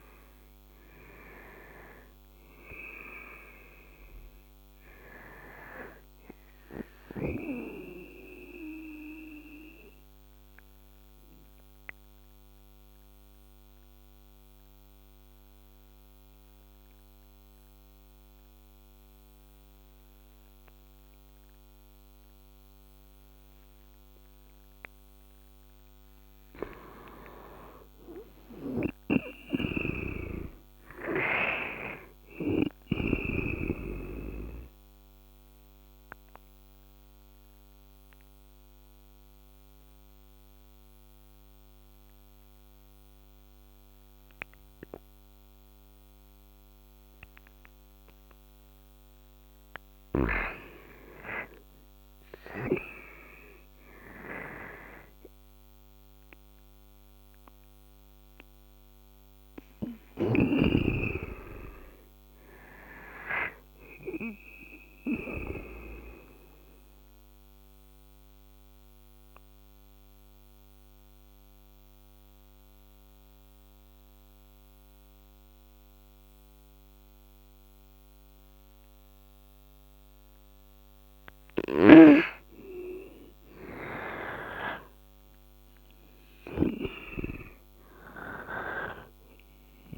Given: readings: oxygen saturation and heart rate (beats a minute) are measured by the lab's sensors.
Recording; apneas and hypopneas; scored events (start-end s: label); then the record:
breathing in sleep by a microphone on the trachea; 3
0.00-2.50 s: arousal
7.50-24.50 s: obstructive apnea (oxygen 97% before, 92% lowest, heart rate 77 before, 76 extreme, up 2 after)
26.00-29.50 s: arousal
28.00-32.50 s: snoring (device-marked)
31.00-54.00 s: oxygen desaturation (device-marked, oxygen 97% before, 92% lowest, heart rate 78 before, 71 extreme)
35.00-48.50 s: obstructive apnea (oxygen 97% before, 89% lowest, heart rate 78 before, 72 extreme, up 9 after)
50.50-54.00 s: arousal
67.00-80.00 s: obstructive apnea (oxygen 96% before, 89% lowest, heart rate 83 before, 71 extreme, up 9 after)
73.00-81.00 s: oxygen desaturation (device-marked, oxygen 95% before, 92% lowest, heart rate 80 before, 72 extreme)
81.00-89.98 s: snoring (device-marked)
83.00-87.00 s: arousal
From the record:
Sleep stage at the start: N2 (light sleep); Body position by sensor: on the right side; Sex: male